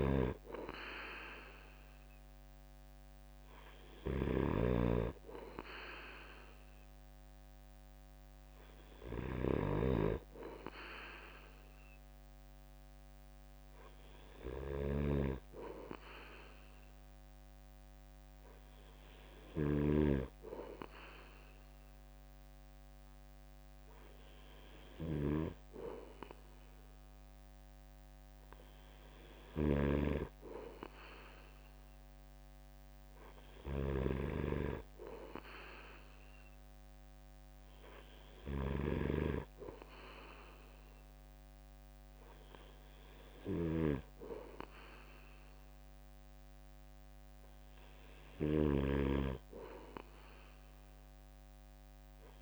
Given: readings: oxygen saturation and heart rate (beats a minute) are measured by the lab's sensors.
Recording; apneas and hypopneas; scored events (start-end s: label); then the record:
breathing in sleep by a microphone on the trachea; none
0.00-20.00 s: snoring (device-marked)
29.00-52.41 s: snoring (device-marked)
From the record:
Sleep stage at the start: N3 (deep sleep); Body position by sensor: on the right side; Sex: male